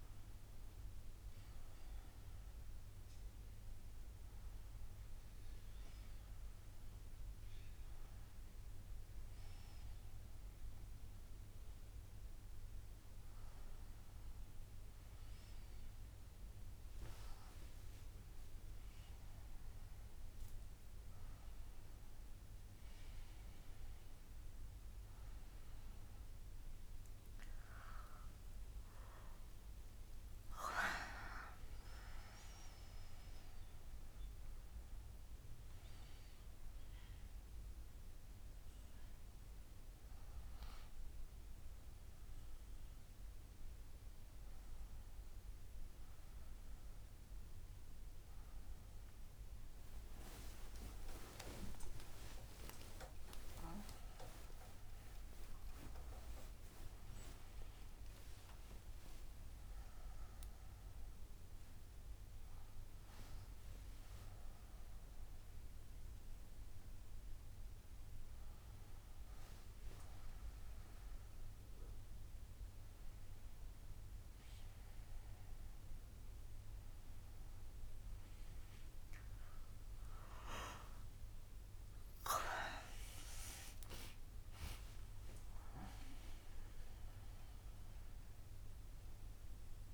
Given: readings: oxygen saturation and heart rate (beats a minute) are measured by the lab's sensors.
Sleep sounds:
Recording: a person awake in a sleep study, by a room microphone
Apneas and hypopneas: none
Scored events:
78.50-89.94 s: new sleep stage, N1 (lightest sleep)
From the record:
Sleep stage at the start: awake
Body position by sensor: on the front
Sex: female

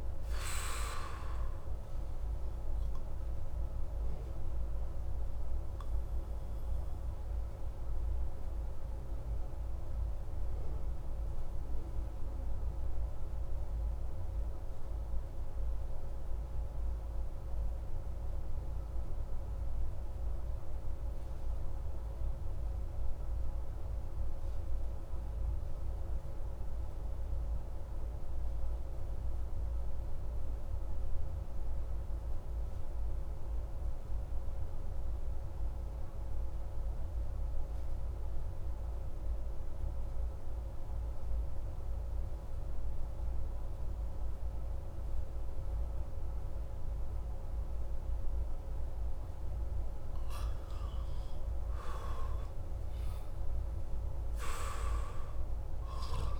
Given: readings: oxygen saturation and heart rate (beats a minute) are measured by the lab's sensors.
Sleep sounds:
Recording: breathing in sleep, hard to hear, by a room microphone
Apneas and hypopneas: 1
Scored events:
0.00-14.50 s: oxygen desaturation (device-marked, oxygen 93% lowest)
8.50-50.50 s: obstructive apnea (oxygen 98% before, 90% lowest)
53.00-56.40 s: arousal
From the record:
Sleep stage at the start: N2 (light sleep)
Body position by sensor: on the back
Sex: male

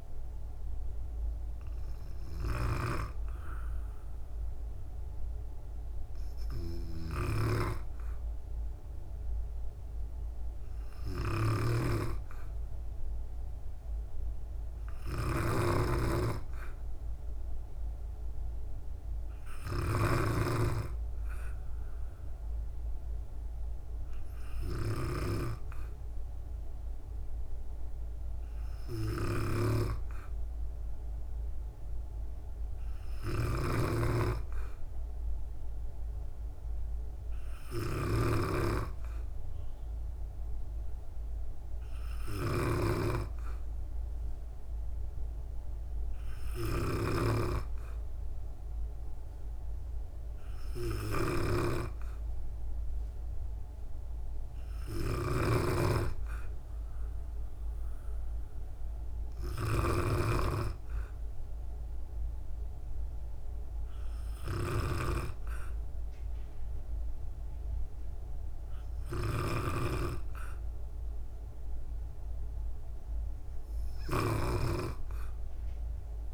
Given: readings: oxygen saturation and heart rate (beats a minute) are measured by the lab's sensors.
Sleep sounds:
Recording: breathing in sleep by a room microphone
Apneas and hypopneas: none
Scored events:
2.00-76.34 s: snoring (device-marked)
From the record:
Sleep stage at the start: N2 (light sleep)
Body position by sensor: on the back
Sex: female

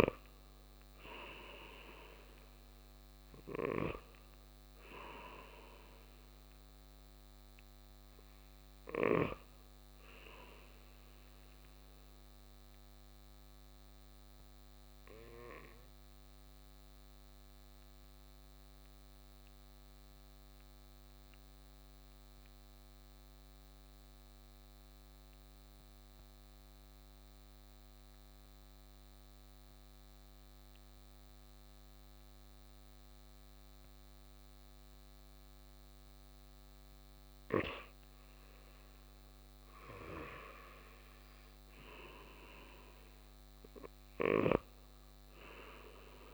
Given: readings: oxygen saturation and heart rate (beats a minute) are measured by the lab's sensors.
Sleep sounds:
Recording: breathing in sleep by a microphone on the trachea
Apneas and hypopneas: 1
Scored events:
2.00-21.00 s: oxygen desaturation (device-marked, oxygen 96% before, 90% lowest, heart rate 61 before, 55 extreme)
11.00-36.00 s: obstructive apnea (oxygen 96% before, 90% lowest, heart rate 61 before, 55 extreme, up 5 after)
36.00-46.34 s: oxygen desaturation (device-marked, oxygen 98% before, 92% lowest, heart rate 57 before, 55 extreme)
39.50-43.00 s: arousal
From the record:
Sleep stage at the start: N2 (light sleep)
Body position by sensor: on the right side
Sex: male

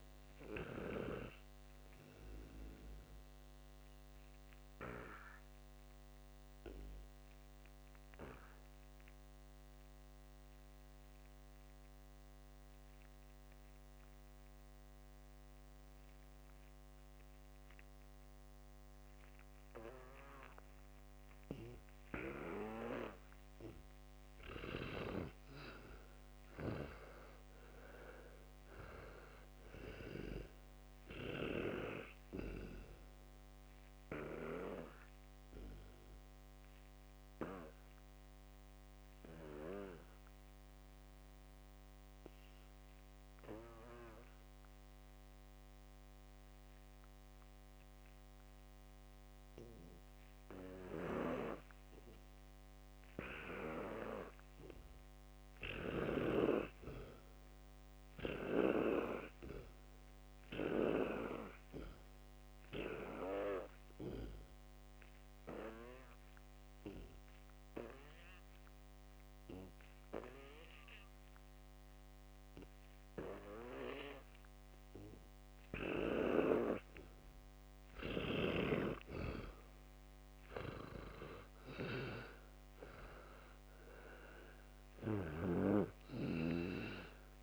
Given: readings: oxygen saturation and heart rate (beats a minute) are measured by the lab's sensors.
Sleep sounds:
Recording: breathing in sleep by a microphone on the trachea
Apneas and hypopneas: 2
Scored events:
3.50-23.00 s: obstructive apnea (oxygen 99% before, 87% lowest, heart rate 75 before, 60 extreme, up 8 after)
18.50-25.50 s: oxygen desaturation (device-marked, oxygen 96% before, 92% lowest, heart rate 65 before, 60 extreme)
25.50-29.00 s: arousal
33.00-76.00 s: obstructive apnea (oxygen 100% before, 87% lowest, heart rate 67 before, 59 extreme, up 9 after)
33.50-54.50 s: oxygen desaturation (device-marked, oxygen 100% before, 88% lowest, heart rate 67 before, 59 extreme)
64.50-80.50 s: oxygen desaturation (device-marked, oxygen 100% before, 87% lowest, heart rate 61 before, 62 extreme)
82.00-86.50 s: arousal
85.50-87.43 s: snoring (device-marked)
From the record:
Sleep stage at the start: N2 (light sleep)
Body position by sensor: on the back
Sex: male

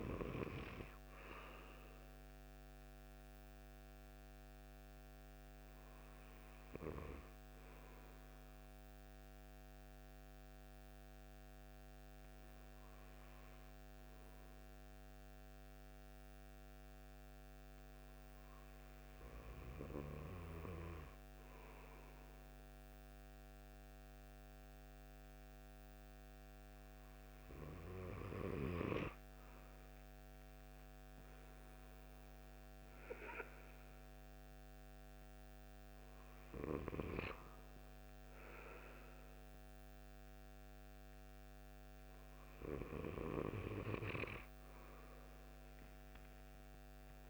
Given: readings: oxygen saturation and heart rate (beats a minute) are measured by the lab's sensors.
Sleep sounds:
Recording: breathing in sleep by a microphone on the trachea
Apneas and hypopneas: 1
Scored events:
9.50-29.00 s: hypopnea (oxygen 96% before, 93% lowest)
31.00-35.50 s: arousal
From the record:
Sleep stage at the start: N2 (light sleep)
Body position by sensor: on the right side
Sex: male

